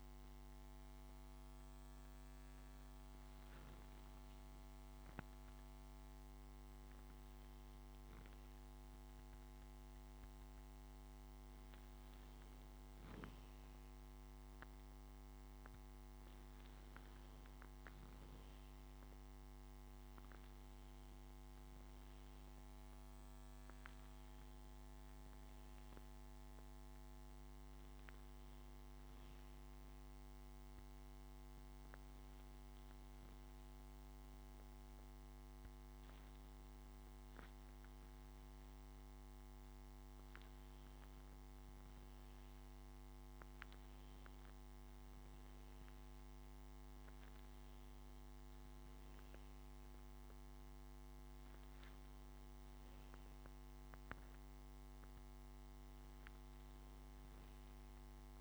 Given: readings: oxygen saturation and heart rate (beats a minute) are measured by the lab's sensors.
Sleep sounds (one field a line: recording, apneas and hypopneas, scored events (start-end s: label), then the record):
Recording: breathing in sleep, hard to hear, by a microphone on the trachea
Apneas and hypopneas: 1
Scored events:
23.00-27.00 s: arousal
30.00-41.00 s: hypopnea (oxygen 95% before, 93% lowest, heart rate 69 before, 65 extreme, up 4 after)
45.50-50.00 s: arousal
From the record:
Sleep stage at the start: N2 (light sleep)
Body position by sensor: on the back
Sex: male